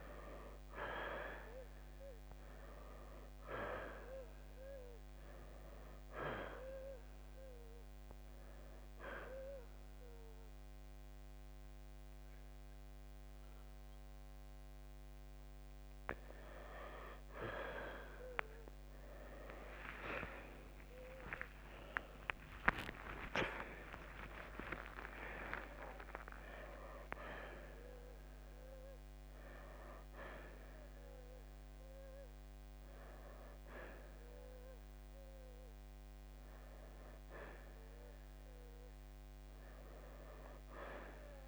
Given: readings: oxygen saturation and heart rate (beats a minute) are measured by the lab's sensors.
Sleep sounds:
a person partly awake in a sleep study, by a microphone on the trachea; none
0.00-1.50 s: arousal
21.00-41.48 s: new sleep stage, awake
From the record:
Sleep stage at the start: N1 (lightest sleep); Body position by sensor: on the right side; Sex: male

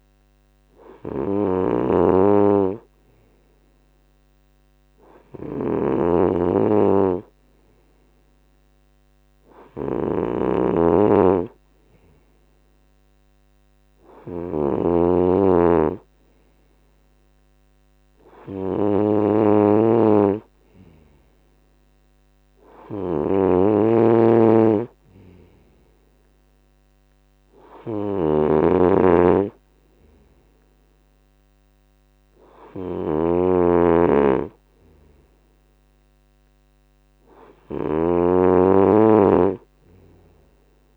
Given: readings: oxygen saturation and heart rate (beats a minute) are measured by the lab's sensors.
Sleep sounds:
breathing in sleep by a microphone on the trachea; none
0.00-40.97 s: snoring (device-marked)
From the record:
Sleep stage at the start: N2 (light sleep); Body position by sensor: on the right side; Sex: male

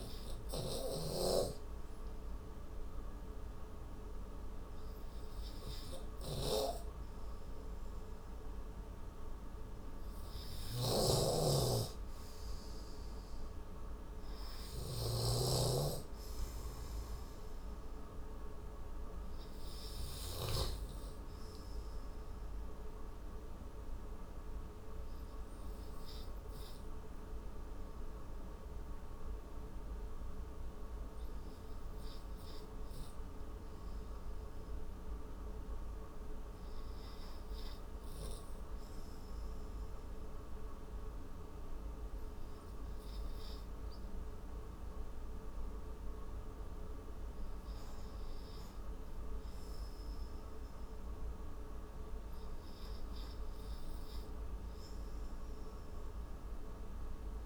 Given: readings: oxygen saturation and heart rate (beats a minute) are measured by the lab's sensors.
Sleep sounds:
breathing in sleep by a room microphone; 1
0.50-5.00 s: arousal
11.00-15.50 s: snoring (device-marked)
14.00-28.00 s: oxygen desaturation (device-marked, oxygen 99% before, 93% lowest)
21.00-39.50 s: hypopnea (oxygen 100% before, 92% lowest)
42.50-47.00 s: arousal
47.00-57.46 s: oxygen desaturation (device-marked, oxygen 97% before, 93% lowest)
From the record:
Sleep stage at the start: N2 (light sleep); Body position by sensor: on the right side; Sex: male

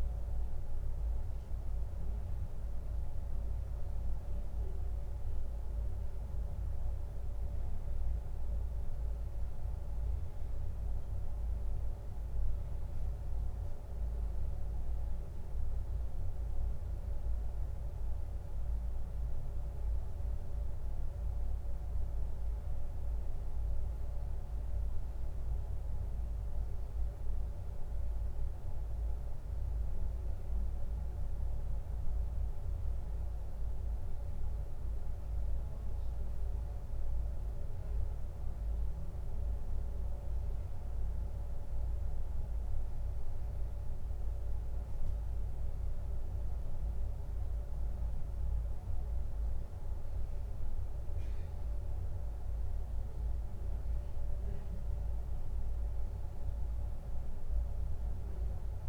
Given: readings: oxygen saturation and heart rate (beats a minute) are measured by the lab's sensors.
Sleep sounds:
a person awake in a sleep study, hard to hear, by a room microphone; none
44.00-58.89 s: new sleep stage, N1 (lightest sleep)
From the record:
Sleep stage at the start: awake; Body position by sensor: on the back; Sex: male

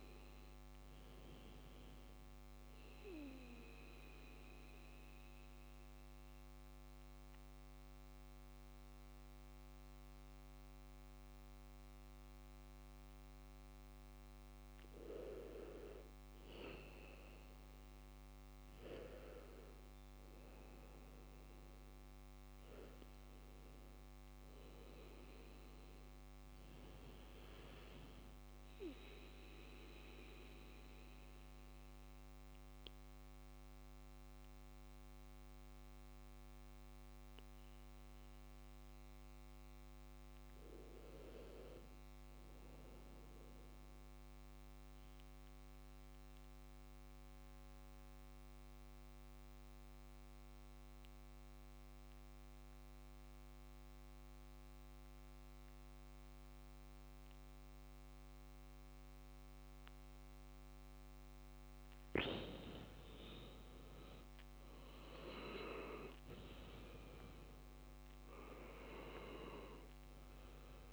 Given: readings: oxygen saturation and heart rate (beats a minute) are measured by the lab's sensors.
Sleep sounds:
breathing in sleep by a microphone on the trachea; 2
0.00-5.00 s: oxygen desaturation (device-marked, oxygen 96% lowest, heart rate 53 extreme)
3.00-15.00 s: central apnea (oxygen 99% before, 95% lowest, heart rate 55 before, 52 extreme, up 1 after)
18.50-23.00 s: arousal
44.50-62.50 s: mixed apnea (oxygen 98% before, 95% lowest, heart rate 54 before, 50 extreme, up 5 after)
65.00-70.93 s: arousal
From the record:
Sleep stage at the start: REM sleep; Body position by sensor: on the back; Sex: male

